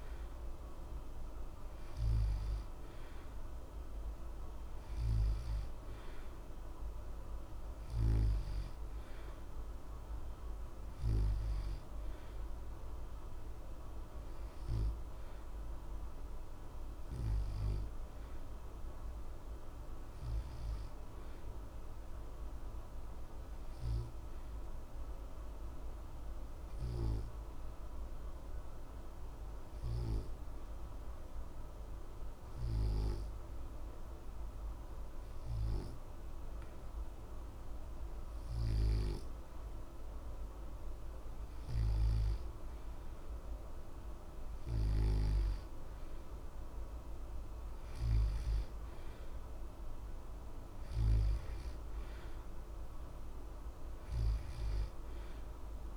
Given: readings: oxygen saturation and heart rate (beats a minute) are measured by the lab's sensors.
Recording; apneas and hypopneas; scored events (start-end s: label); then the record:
breathing in sleep, hard to hear, by a room microphone; 1
23.00-39.50 s: obstructive apnea (oxygen 91% before, 88% lowest, heart rate 60 before, 60 extreme, up 0 after)
41.00-44.00 s: arousal
From the record:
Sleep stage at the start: N2 (light sleep); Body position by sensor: on the back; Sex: male